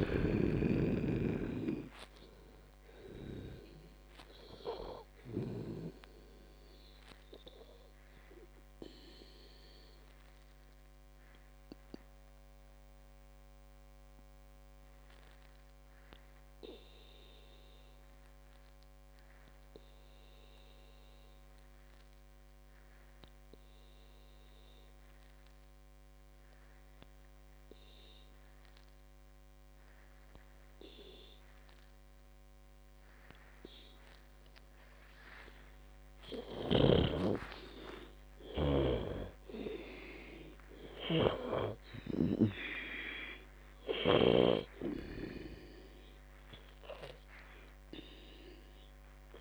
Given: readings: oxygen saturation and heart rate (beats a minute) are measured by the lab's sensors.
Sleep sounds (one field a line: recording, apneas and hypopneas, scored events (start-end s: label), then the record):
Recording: breathing in sleep by a microphone on the trachea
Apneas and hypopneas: 1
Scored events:
0.00-6.50 s: snoring (device-marked)
0.00-29.50 s: oxygen desaturation (device-marked, oxygen 91% lowest, heart rate 53 extreme)
8.00-36.50 s: obstructive apnea (oxygen 98% before, 91% lowest, heart rate 78 before, 53 extreme, up 32 after)
37.00-45.00 s: snoring (device-marked)
38.00-42.00 s: arousal
From the record:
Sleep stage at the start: N2 (light sleep)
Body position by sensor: on the back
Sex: female